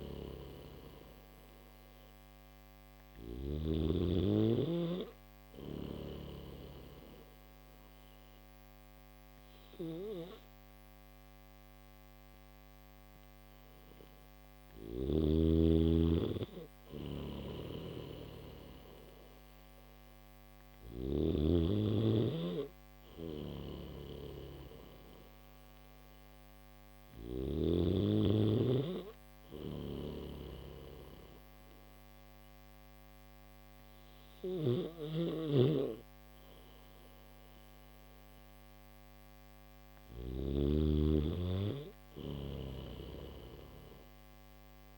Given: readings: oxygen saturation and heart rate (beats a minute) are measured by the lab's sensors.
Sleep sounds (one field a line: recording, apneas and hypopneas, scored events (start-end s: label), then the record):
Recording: breathing in sleep by a microphone on the trachea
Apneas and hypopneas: none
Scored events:
0.00-3.00 s: snoring (device-marked)
16.50-20.50 s: snoring (device-marked)
22.50-27.00 s: snoring (device-marked)
29.00-40.00 s: snoring (device-marked)
42.00-44.98 s: snoring (device-marked)
From the record:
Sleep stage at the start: N1 (lightest sleep)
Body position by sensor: on the back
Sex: male